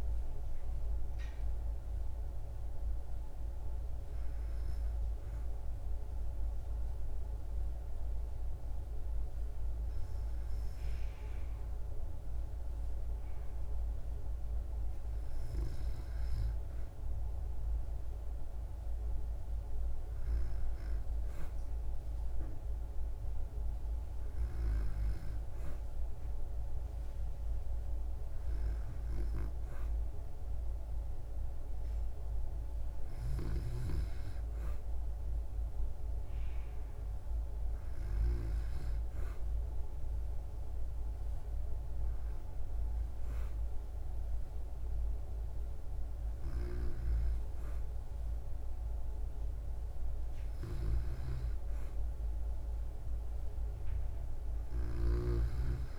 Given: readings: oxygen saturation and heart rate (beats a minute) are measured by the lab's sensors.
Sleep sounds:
breathing in sleep by a room microphone; 1
4.50-16.50 s: hypopnea (oxygen 96% before, 96% lowest, heart rate 74 before, 59 extreme, up 1 after)
19.50-23.50 s: arousal
From the record:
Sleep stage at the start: N2 (light sleep); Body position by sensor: on the back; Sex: female

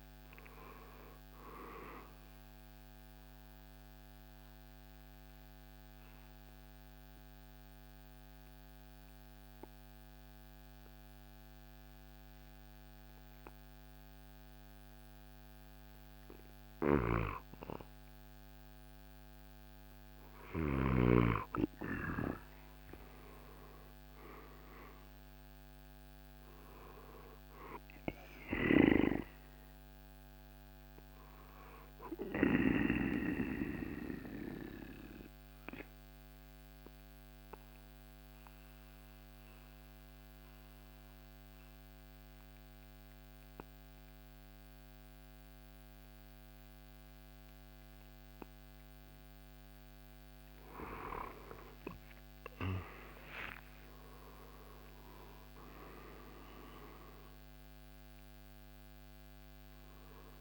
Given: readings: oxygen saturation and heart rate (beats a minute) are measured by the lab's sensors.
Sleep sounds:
breathing in sleep by a microphone on the trachea; 2
0.00-8.50 s: drop in pulse transit time (device-marked, heart rate 59 extreme)
0.50-22.50 s: oxygen desaturation (device-marked, oxygen 98% before, 86% lowest, heart rate 64 before, 58 extreme)
4.00-17.00 s: central apnea (oxygen 98% before, 86% lowest, heart rate 65 before, 58 extreme, up 9 after)
16.50-21.00 s: snoring (device-marked)
23.00-27.50 s: arousal
25.50-37.50 s: drop in pulse transit time (device-marked, heart rate 63 before, 59 extreme)
32.50-47.50 s: oxygen desaturation (device-marked, oxygen 98% before, 91% lowest, heart rate 66 before, 59 extreme)
33.50-50.50 s: central apnea (oxygen 98% before, 87% lowest, heart rate 66 before, 59 extreme, up 12 after)
52.50-56.50 s: arousal
55.50-60.41 s: drop in pulse transit time (device-marked, heart rate 62 before, 65 extreme)
57.50-60.41 s: oxygen desaturation (device-marked, oxygen 97% before, 88% lowest, heart rate 63 before, 61 extreme)
From the record:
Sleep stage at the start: N2 (light sleep); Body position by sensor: on the back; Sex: male

